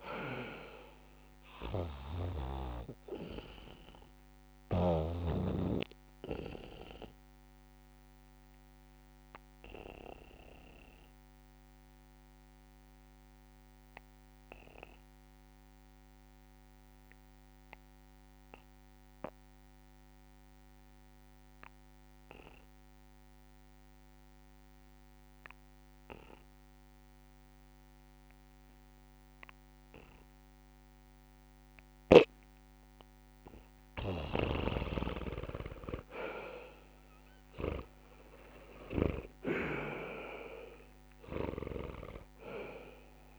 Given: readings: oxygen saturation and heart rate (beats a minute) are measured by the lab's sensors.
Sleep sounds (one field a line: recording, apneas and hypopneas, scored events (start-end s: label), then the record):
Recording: breathing in sleep by a microphone on the trachea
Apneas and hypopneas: 1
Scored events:
0.00-5.00 s: snoring (device-marked)
0.00-18.00 s: oxygen desaturation (device-marked, oxygen 84% lowest, heart rate 67 extreme)
4.00-33.00 s: obstructive apnea (oxygen 99% before, 84% lowest, heart rate 68 before, 67 extreme, up 13 after)
29.00-43.39 s: oxygen desaturation (device-marked, oxygen 98% before, 84% lowest, heart rate 69 before, 65 extreme)
34.00-39.00 s: snoring (device-marked)
37.50-41.50 s: arousal
39.00-41.00 s: long interval between heartbeats (device-marked, heart rate 69 before, 80 extreme)
41.00-43.39 s: snoring (device-marked)
From the record:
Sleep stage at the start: N2 (light sleep)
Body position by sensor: on the back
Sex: male